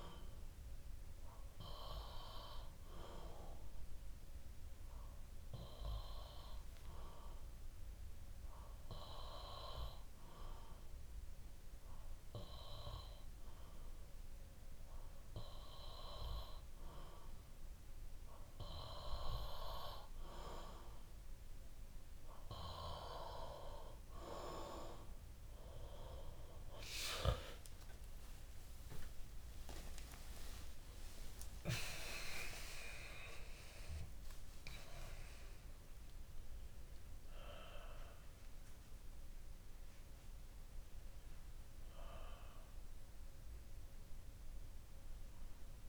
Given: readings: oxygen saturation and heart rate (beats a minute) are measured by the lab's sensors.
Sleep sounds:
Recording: breathing in sleep by a room microphone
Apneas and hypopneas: 1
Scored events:
2.00-18.50 s: hypopnea (oxygen 96% before, 93% lowest, heart rate 61 before, 60 extreme, up 2 after)
9.50-27.50 s: oxygen desaturation (device-marked, oxygen 96% before, 93% lowest, heart rate 62 before, 60 extreme)
28.00-32.50 s: arousal
From the record:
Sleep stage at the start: N2 (light sleep)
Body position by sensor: on the back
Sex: male

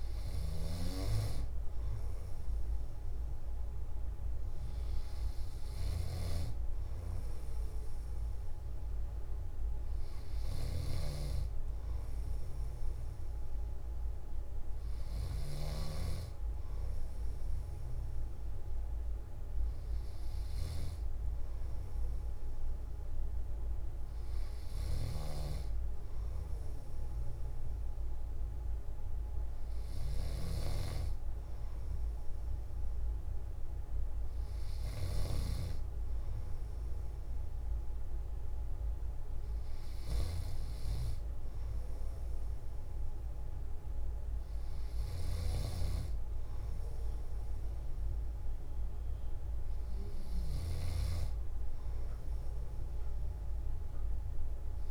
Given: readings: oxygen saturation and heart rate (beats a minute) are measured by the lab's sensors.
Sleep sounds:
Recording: breathing in sleep by a room microphone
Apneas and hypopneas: none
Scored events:
none scored
From the record:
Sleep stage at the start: N1 (lightest sleep)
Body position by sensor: on the back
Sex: male

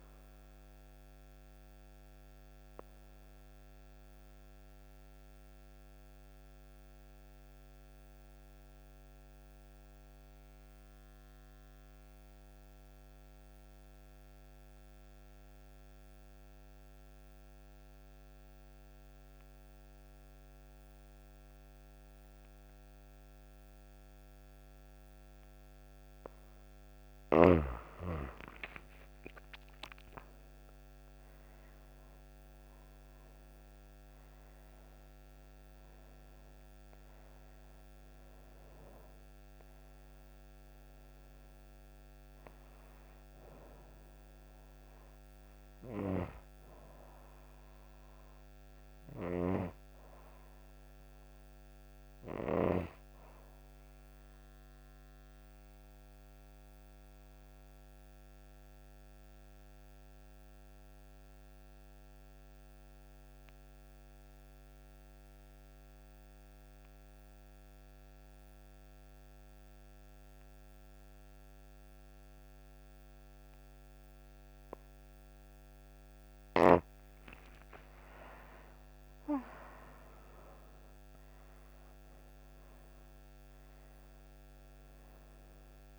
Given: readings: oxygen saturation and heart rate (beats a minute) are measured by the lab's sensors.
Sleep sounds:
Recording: breathing in sleep by a microphone on the trachea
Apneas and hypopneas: 2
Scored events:
0.00-9.50 s: oxygen desaturation (device-marked, oxygen 86% lowest, heart rate 60 extreme)
1.00-26.50 s: obstructive apnea (oxygen 98% before, 85% lowest)
26.50-58.50 s: oxygen desaturation (device-marked, oxygen 98% before, 85% lowest)
27.50-31.50 s: arousal
53.00-76.50 s: obstructive apnea (oxygen 96% before, 84% lowest, heart rate 40 before, 26 extreme, up 38 after)
76.50-85.99 s: oxygen desaturation (device-marked, oxygen 97% before, 84% lowest, heart rate 46 before, 58 extreme)
77.50-82.00 s: arousal
From the record:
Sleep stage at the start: N2 (light sleep)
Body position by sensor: on the right side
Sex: female

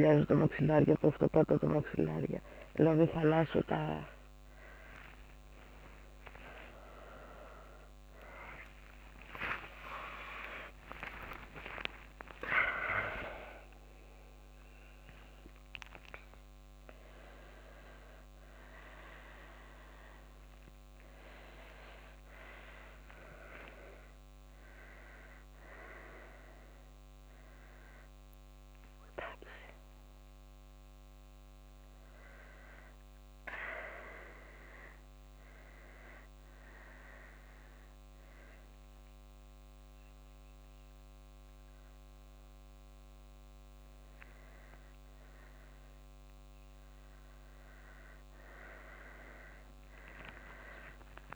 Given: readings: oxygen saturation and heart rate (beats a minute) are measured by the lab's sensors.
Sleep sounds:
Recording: a person awake in a sleep study, by a microphone on the trachea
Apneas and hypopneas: none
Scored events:
none scored
From the record:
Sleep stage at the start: awake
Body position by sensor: on the back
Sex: female

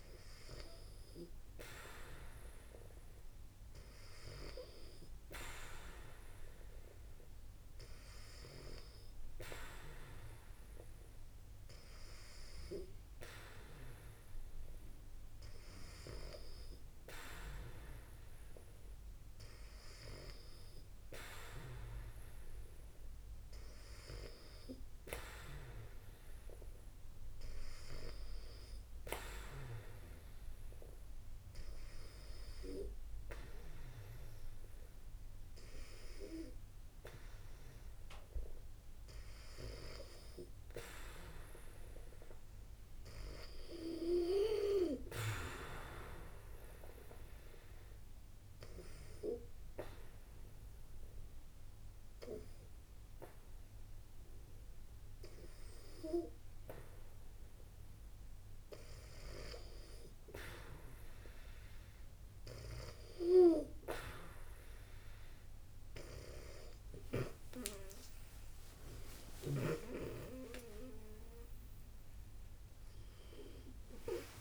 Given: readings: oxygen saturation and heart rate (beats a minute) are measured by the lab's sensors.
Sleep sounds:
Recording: breathing in sleep by a room microphone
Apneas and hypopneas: 1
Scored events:
36.50-41.50 s: arousal
46.00-59.00 s: obstructive apnea (oxygen 95% before, 92% lowest, heart rate 62 before, 59 extreme, up 3 after)
64.00-74.41 s: new sleep stage, awake
69.00-74.41 s: oxygen desaturation (device-marked, oxygen 96% before, 92% lowest)
From the record:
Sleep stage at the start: N2 (light sleep)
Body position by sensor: on the back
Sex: female

